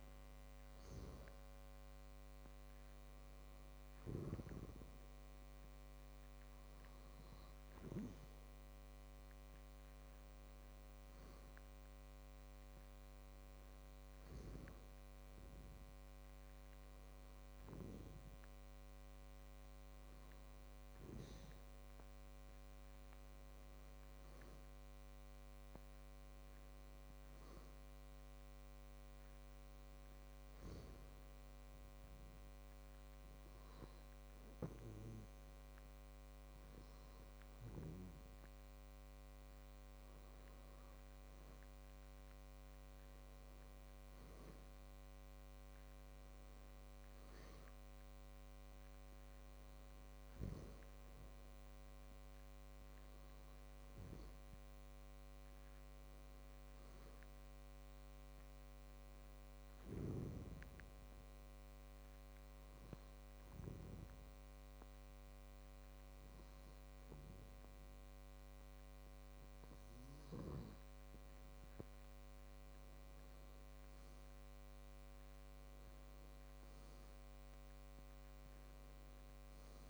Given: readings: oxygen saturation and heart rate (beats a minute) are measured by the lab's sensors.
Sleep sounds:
breathing in sleep by a microphone on the trachea; 2
30.50-42.00 s: hypopnea (oxygen 95% before, 94% lowest, heart rate 66 before, 64 extreme, up 5 after)
45.00-48.50 s: arousal
62.00-73.00 s: obstructive apnea (oxygen 96% before, 94% lowest, heart rate 67 before, 63 extreme, up 5 after)
75.50-79.50 s: arousal
From the record:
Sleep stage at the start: N2 (light sleep); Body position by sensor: on the back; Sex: male

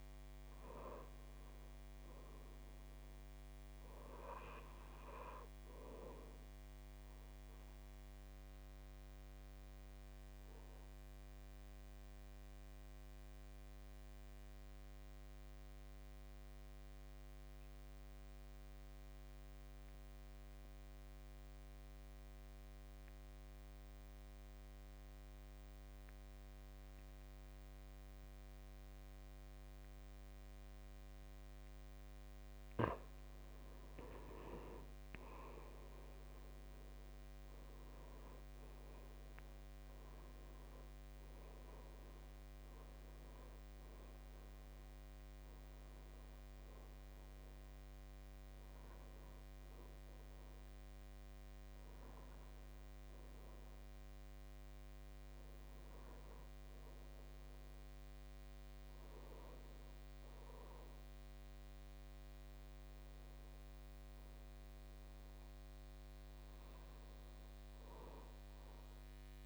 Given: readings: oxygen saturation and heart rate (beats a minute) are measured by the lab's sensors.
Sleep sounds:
breathing in sleep, hard to hear, by a microphone on the trachea; 1
0.00-1.50 s: arousal
7.00-32.50 s: obstructive apnea (oxygen 98% before, 85% lowest, heart rate 56 before, 54 extreme, up 10 after)
29.50-63.50 s: oxygen desaturation (device-marked, oxygen 97% before, 85% lowest, heart rate 56 before, 48 extreme)
34.50-39.00 s: arousal
65.50-68.50 s: arousal
67.50-69.46 s: long interval between heartbeats (device-marked, heart rate 60 before, 57 extreme)
From the record:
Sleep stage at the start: N2 (light sleep); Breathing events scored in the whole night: 376 in 4.7 hours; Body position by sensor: on the back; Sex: male

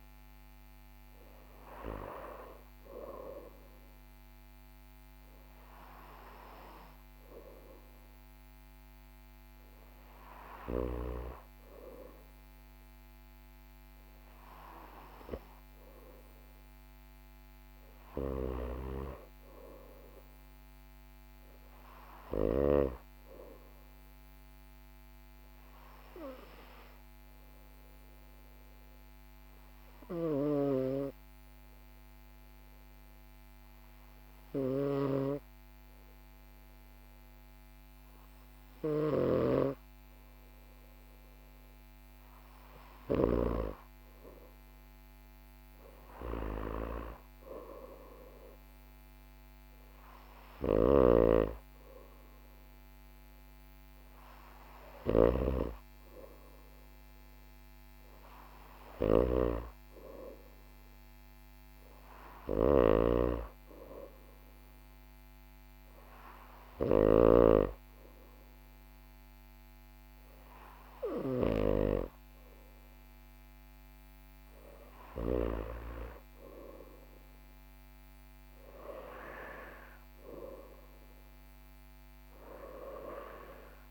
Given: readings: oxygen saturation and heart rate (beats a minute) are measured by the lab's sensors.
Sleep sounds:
breathing in sleep by a microphone on the trachea; none
62.50-67.50 s: snoring (device-marked)
From the record:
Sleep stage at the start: N2 (light sleep); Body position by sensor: on the right side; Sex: male

